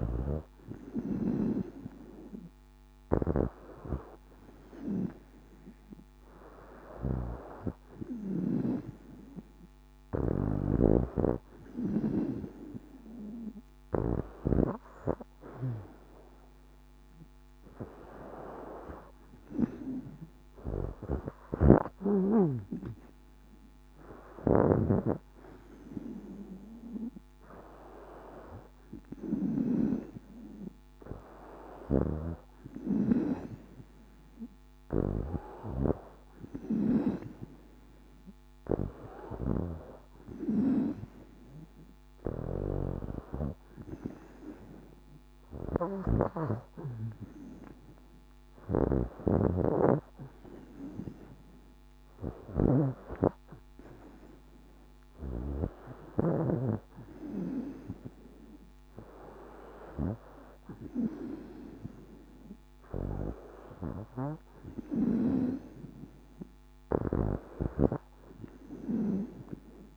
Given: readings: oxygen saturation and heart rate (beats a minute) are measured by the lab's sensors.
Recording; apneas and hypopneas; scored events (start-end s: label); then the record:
breathing in sleep by a microphone on the trachea; none
0.00-14.50 s: snoring (device-marked)
21.00-29.50 s: snoring (device-marked)
45.50-56.00 s: snoring (device-marked)
64.50-69.96 s: snoring (device-marked)
From the record:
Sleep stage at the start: N2 (light sleep); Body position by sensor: on the back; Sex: female